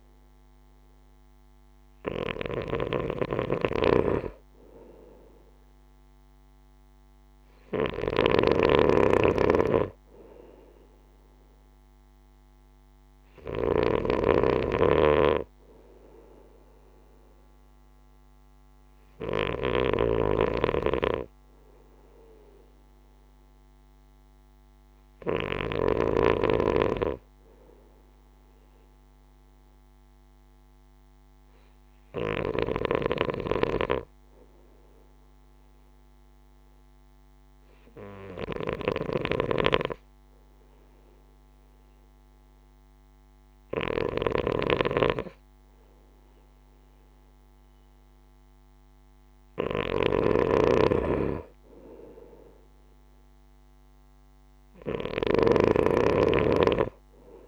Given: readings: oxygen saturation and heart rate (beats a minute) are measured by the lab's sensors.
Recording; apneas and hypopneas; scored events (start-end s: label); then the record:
breathing in sleep by a microphone on the trachea; none
2.50-26.00 s: snoring (device-marked)
38.50-57.48 s: snoring (device-marked)
From the record:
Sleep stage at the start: N2 (light sleep); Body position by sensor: on the right side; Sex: male